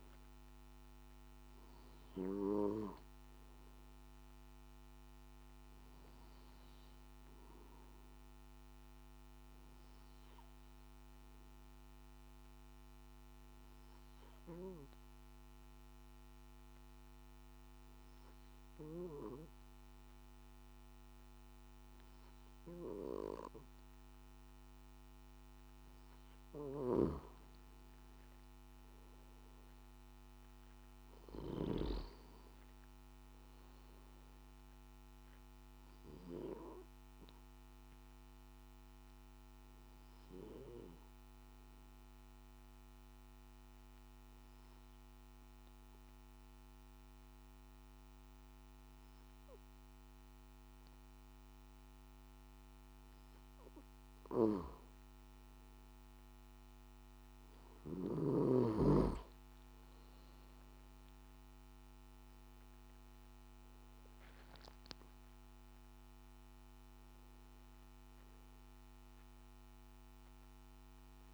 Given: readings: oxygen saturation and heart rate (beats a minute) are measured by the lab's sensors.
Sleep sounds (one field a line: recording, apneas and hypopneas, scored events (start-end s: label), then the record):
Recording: breathing in sleep by a microphone on the trachea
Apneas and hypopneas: 2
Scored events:
11.50-24.50 s: obstructive apnea (oxygen 95% before, 92% lowest, heart rate 56 before, 51 extreme, up 7 after)
26.50-31.50 s: snoring (device-marked)
38.00-53.00 s: obstructive apnea (oxygen 97% before, 93% lowest, heart rate 57 before, 51 extreme, up 7 after)
From the record:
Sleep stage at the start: N1 (lightest sleep)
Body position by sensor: on the back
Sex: male